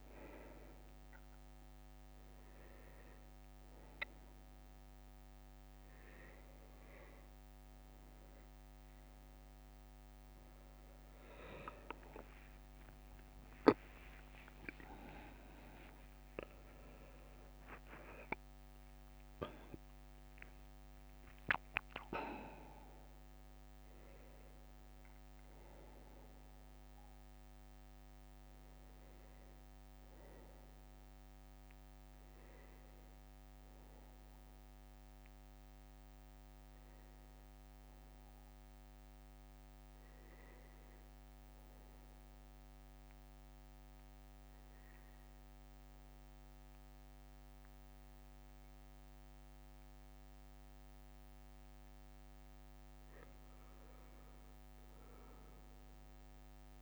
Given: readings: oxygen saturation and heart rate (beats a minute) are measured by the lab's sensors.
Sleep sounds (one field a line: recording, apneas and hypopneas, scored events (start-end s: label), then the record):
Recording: a person partly awake in a sleep study, by a microphone on the trachea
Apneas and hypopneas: 1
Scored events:
16.50-18.50 s: long interval between heartbeats (device-marked, heart rate 73 before, 81 extreme)
17.00-21.50 s: leg movement (device-marked)
18.50-48.50 s: new sleep stage, N1 (lightest sleep)
34.00-51.50 s: hypopnea (oxygen 99% before, 93% lowest, heart rate 76 before, 66 extreme, up 3 after)
48.50-56.82 s: new sleep stage, N2 (light sleep)
54.00-56.82 s: arousal
From the record:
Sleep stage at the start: awake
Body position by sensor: on the back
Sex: male